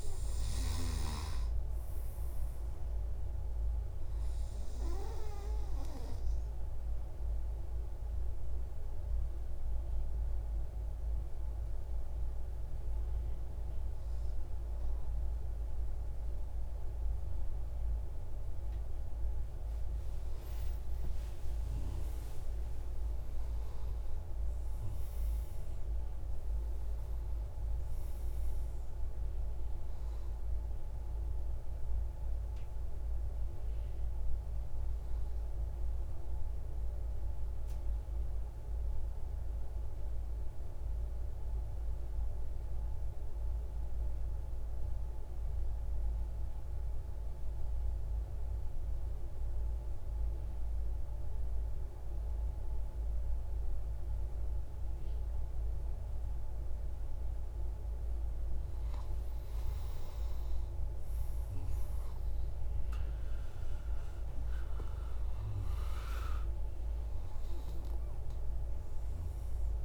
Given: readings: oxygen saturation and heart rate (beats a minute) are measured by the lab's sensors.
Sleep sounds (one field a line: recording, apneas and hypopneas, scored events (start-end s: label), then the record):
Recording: breathing in sleep, hard to hear, by a room microphone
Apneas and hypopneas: 2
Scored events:
0.00-15.50 s: oxygen desaturation (device-marked, oxygen 93% lowest, heart rate 63 extreme)
6.50-18.50 s: central apnea (oxygen 98% before, 90% lowest, heart rate 103 before, 81 extreme)
20.00-24.00 s: arousal
31.00-58.00 s: central apnea (oxygen 98% before, 90% lowest)
59.50-64.00 s: arousal
60.50-69.85 s: oxygen desaturation (device-marked, oxygen 97% before, 90% lowest, heart rate 85 before, 43 extreme)
From the record:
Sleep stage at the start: N2 (light sleep)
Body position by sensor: on the right side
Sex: male